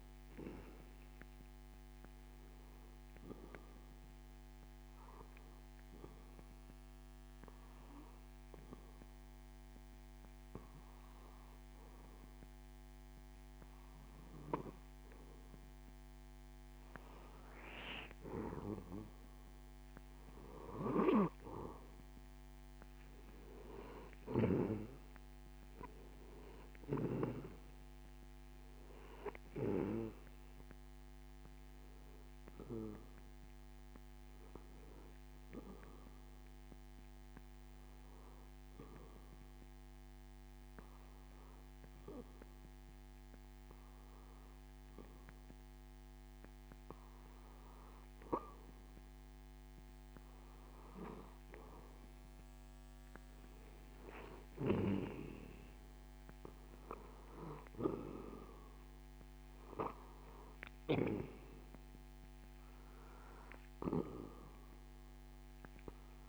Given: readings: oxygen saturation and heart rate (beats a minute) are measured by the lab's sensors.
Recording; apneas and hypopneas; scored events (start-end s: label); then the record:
breathing in sleep by a microphone on the trachea; 2
4.00-17.50 s: obstructive apnea (oxygen 93% before, 91% lowest)
23.50-26.50 s: arousal
34.50-47.00 s: hypopnea (oxygen 94% before, 91% lowest)
52.00-56.00 s: arousal
From the record:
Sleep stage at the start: N2 (light sleep); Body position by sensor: on the back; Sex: male